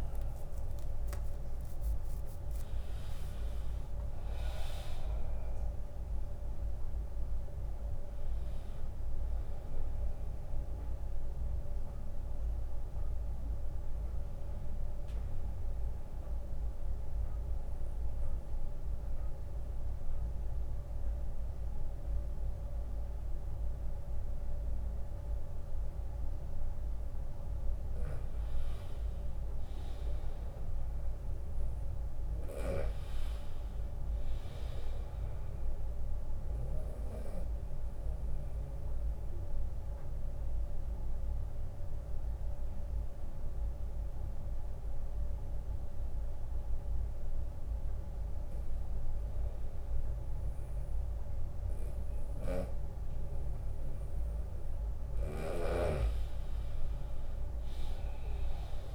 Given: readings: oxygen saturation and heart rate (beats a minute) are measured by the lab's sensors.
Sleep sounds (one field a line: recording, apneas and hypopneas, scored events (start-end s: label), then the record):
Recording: breathing in sleep, hard to hear, by a room microphone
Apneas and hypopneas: 2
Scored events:
0.00-15.00 s: oxygen desaturation (device-marked, oxygen 88% lowest, heart rate 69 extreme)
14.50-26.50 s: obstructive apnea (oxygen 99% before, 92% lowest, heart rate 84 before, 69 extreme, up 11 after)
28.50-32.00 s: arousal
32.00-36.50 s: snoring (device-marked)
37.00-53.50 s: obstructive apnea (oxygen 100% before, 92% lowest, heart rate 80 before, 70 extreme, up 12 after)
39.00-52.00 s: oxygen desaturation (device-marked, oxygen 99% before, 94% lowest, heart rate 80 before, 70 extreme)
43.00-45.00 s: long interval between heartbeats (device-marked, heart rate 80 before, 72 extreme)
56.50-58.95 s: arousal
From the record:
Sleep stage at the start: N2 (light sleep)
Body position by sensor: on the back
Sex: male